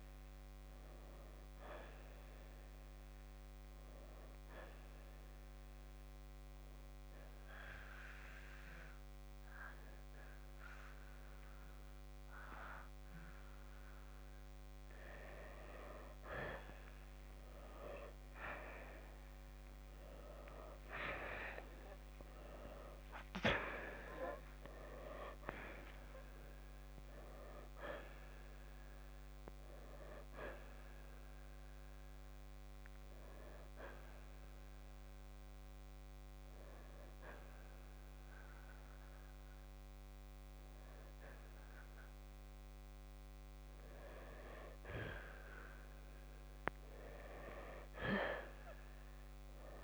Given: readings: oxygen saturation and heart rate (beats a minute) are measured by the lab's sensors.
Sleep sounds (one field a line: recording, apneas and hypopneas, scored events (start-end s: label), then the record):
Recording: breathing in sleep by a microphone on the trachea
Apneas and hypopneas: 2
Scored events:
0.00-5.50 s: oxygen desaturation (device-marked, oxygen 86% lowest, heart rate 62 extreme)
4.50-14.50 s: obstructive apnea (oxygen 92% before, 86% lowest, heart rate 69 before, 59 extreme, up 18 after)
16.50-20.00 s: arousal
29.50-48.50 s: oxygen desaturation (device-marked, oxygen 92% before, 86% lowest, heart rate 70 before, 57 extreme)
31.00-43.00 s: hypopnea (oxygen 96% before, 83% lowest, heart rate 70 before, 58 extreme, up 7 after)
46.00-49.83 s: arousal
From the record:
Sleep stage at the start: N2 (light sleep)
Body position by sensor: on the right side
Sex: male